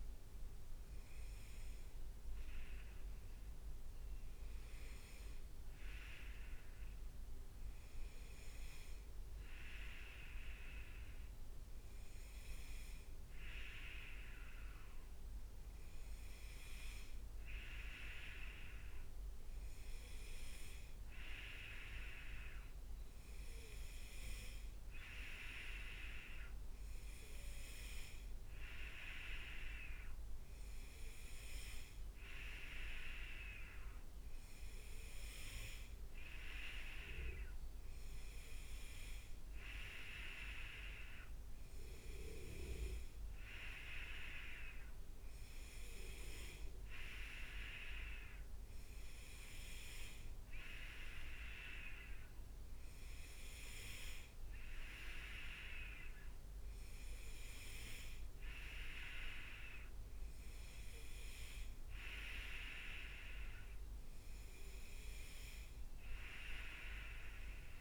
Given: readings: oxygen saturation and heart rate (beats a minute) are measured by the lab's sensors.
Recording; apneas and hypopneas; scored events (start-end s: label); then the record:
breathing in sleep by a room microphone; none
none scored
From the record:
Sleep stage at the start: N2 (light sleep); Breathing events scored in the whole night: 186 in 6.1 hours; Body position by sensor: on the right side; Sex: male